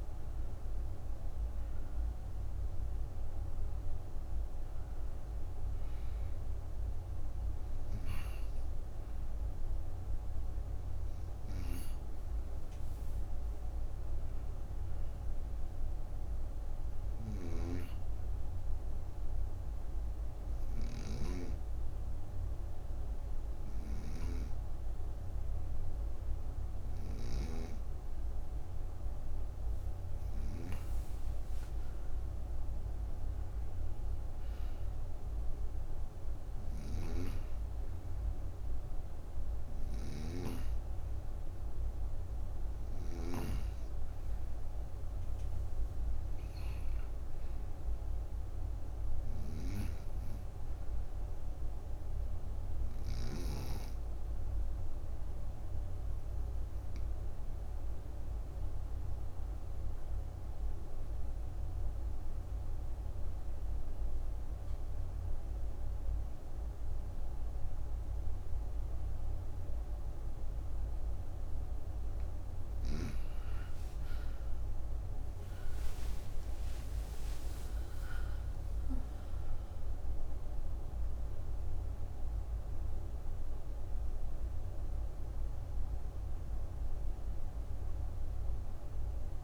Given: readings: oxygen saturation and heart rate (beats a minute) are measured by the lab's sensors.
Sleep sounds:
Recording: breathing in sleep by a room microphone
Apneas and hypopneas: 2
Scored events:
2.00-24.00 s: oxygen desaturation (device-marked, oxygen 97% before, 91% lowest)
18.00-31.00 s: hypopnea (oxygen 98% before, 91% lowest)
32.50-37.00 s: arousal
40.00-43.50 s: snoring (device-marked)
56.50-72.00 s: obstructive apnea (oxygen 97% before, 91% lowest)
72.00-89.44 s: oxygen desaturation (device-marked, oxygen 96% before, 91% lowest)
74.00-78.50 s: arousal
From the record:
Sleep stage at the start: N2 (light sleep)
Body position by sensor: on the right side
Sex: female

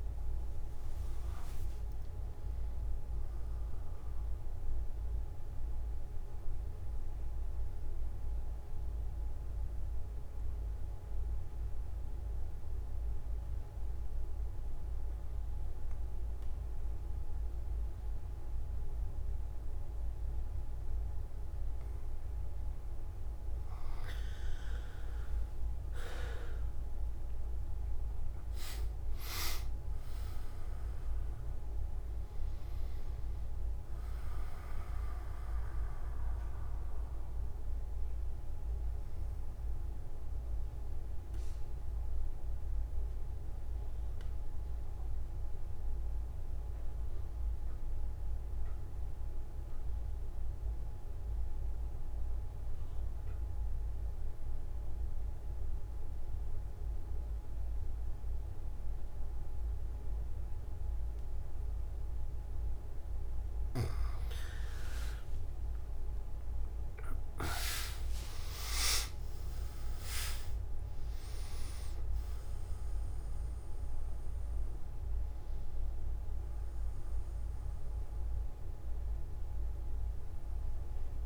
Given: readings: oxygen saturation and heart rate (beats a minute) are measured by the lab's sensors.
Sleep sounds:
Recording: breathing in sleep, hard to hear, by a room microphone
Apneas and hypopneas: 2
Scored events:
0.00-10.50 s: oxygen desaturation (device-marked, oxygen 93% lowest)
7.00-23.00 s: obstructive apnea (oxygen 99% before, 94% lowest)
29.50-41.50 s: oxygen desaturation (device-marked, oxygen 98% before, 94% lowest)
39.00-63.50 s: mixed apnea (oxygen 99% before, 94% lowest)
From the record:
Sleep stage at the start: N2 (light sleep)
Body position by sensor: on the back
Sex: male

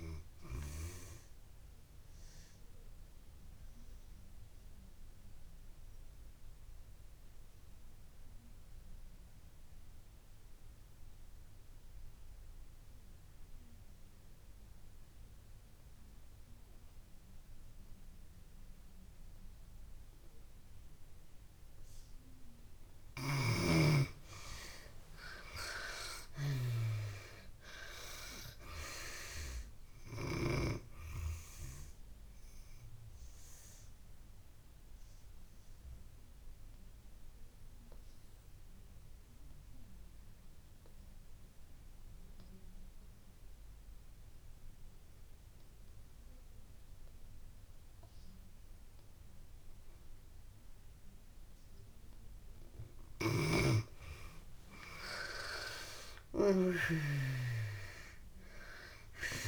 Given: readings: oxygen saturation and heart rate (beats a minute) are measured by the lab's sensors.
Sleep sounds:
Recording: breathing in sleep by a room microphone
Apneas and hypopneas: 2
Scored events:
0.00-20.00 s: oxygen desaturation (device-marked, oxygen 70% lowest)
2.00-21.50 s: obstructive apnea (oxygen 96% before, 70% lowest)
22.00-50.00 s: oxygen desaturation (device-marked, oxygen 97% before, 73% lowest)
23.50-26.50 s: arousal
33.00-51.50 s: obstructive apnea (oxygen 97% before, 71% lowest)
52.00-59.48 s: oxygen desaturation (device-marked, oxygen 95% before, 74% lowest)
54.00-58.00 s: arousal
From the record:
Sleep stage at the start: N2 (light sleep)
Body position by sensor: on the back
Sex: female

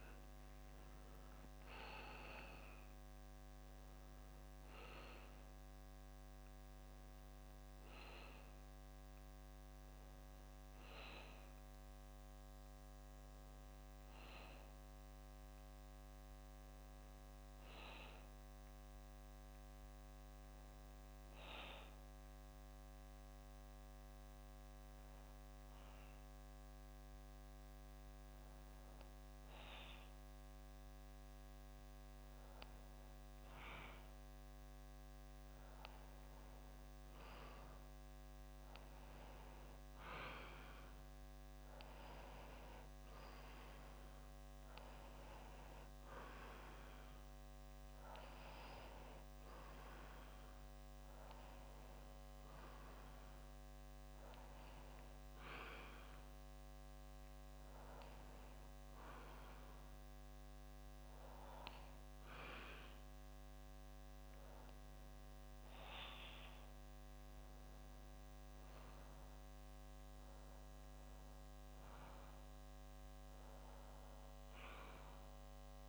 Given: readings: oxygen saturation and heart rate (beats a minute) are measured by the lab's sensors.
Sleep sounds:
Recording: breathing in sleep by a microphone on the trachea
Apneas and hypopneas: 1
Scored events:
0.00-5.50 s: oxygen desaturation (device-marked, oxygen 92% lowest, heart rate 65 extreme)
17.00-35.50 s: obstructive apnea (oxygen 95% before, 93% lowest, heart rate 71 before, 63 extreme, up 0 after)
38.00-42.00 s: arousal
From the record:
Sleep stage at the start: REM sleep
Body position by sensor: on the back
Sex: male

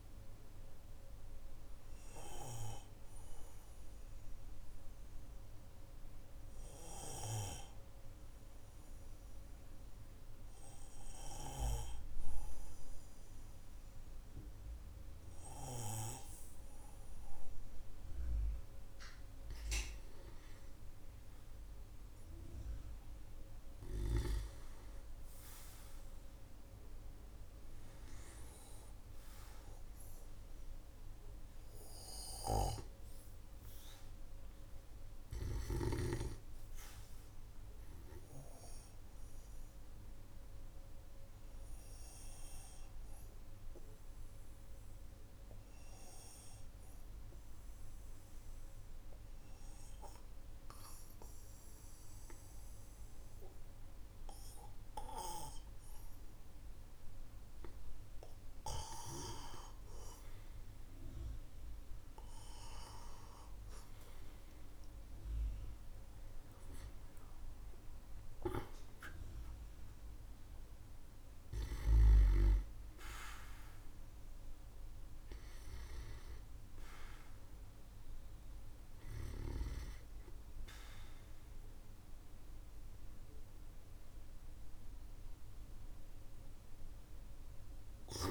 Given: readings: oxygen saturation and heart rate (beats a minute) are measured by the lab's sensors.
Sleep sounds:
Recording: breathing in sleep by a room microphone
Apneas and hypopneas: 2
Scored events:
2.00-18.50 s: obstructive apnea (oxygen 97% before, 95% lowest, heart rate 54 before, 45 extreme, up 18 after)
21.00-25.00 s: arousal
30.50-59.00 s: obstructive apnea (oxygen 97% before, 95% lowest, heart rate 55 before, 45 extreme, up 16 after)
64.00-69.00 s: arousal
From the record:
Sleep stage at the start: N2 (light sleep)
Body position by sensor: on the back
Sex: male

